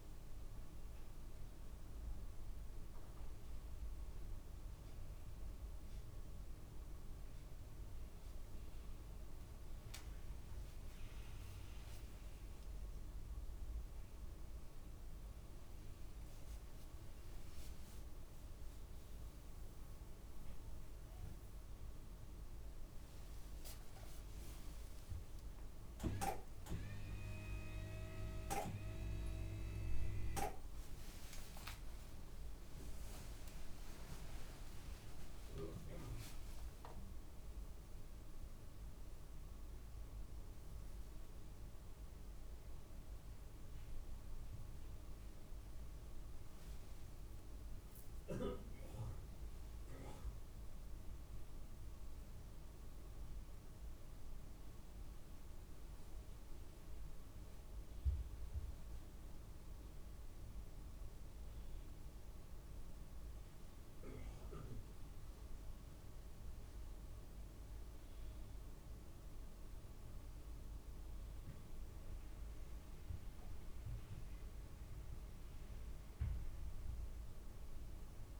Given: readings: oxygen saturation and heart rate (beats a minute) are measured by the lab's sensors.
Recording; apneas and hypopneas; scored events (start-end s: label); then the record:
a person awake in a sleep study, by a room microphone; none
54.50-78.40 s: new sleep stage, N2 (light sleep)
From the record:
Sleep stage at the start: awake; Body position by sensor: on the back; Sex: male